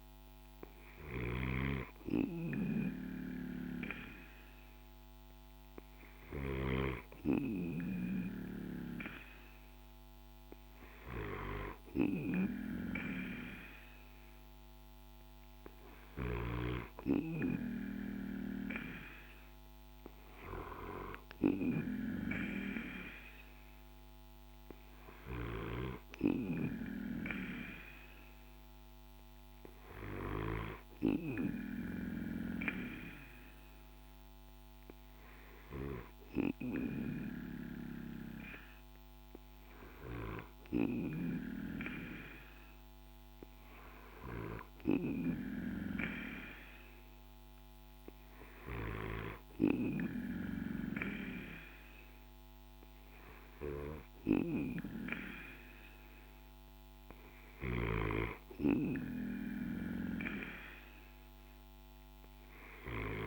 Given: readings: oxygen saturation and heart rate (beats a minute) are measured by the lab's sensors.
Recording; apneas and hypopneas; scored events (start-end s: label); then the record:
breathing in sleep by a microphone on the trachea; none
0.00-6.00 s: snoring (device-marked)
6.00-19.00 s: oxygen desaturation (device-marked, oxygen 95% before, 91% lowest, heart rate 55 before, 55 extreme)
From the record:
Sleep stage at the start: N2 (light sleep); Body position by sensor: on the back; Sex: male